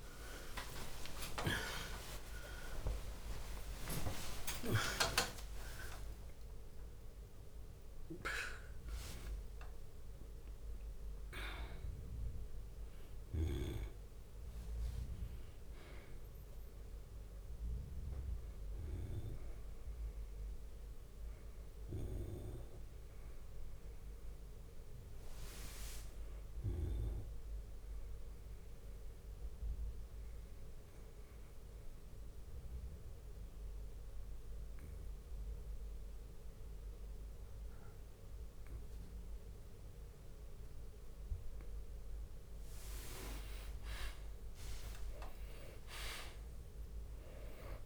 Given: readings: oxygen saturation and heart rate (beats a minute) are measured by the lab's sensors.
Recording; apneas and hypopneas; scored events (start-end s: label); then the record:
breathing in sleep by a room microphone; 1
0.00-4.00 s: tachycardia (device-marked, heart rate 142 extreme)
0.00-5.00 s: oxygen desaturation (device-marked, oxygen 92% lowest, heart rate 64 extreme)
0.00-6.00 s: arousal
0.50-2.50 s: long interval between heartbeats (device-marked, heart rate 63 before, 106 extreme)
3.00-17.00 s: drop in pulse transit time (device-marked, heart rate 72 before, 71 extreme)
3.50-5.50 s: long interval between heartbeats (device-marked, heart rate 72 before, 139 extreme)
9.00-47.86 s: new sleep stage, N1 (lightest sleep)
28.50-43.00 s: obstructive apnea (oxygen 95% before, 91% lowest, heart rate 70 before, 61 extreme, up 8 after)
45.00-47.86 s: arousal
45.00-47.86 s: drop in pulse transit time (device-marked, heart rate 63 before, 64 extreme)
46.00-47.86 s: oxygen desaturation (device-marked, oxygen 98% before, 91% lowest, heart rate 63 before, 64 extreme)
From the record:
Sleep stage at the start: N2 (light sleep); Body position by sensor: on the back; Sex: male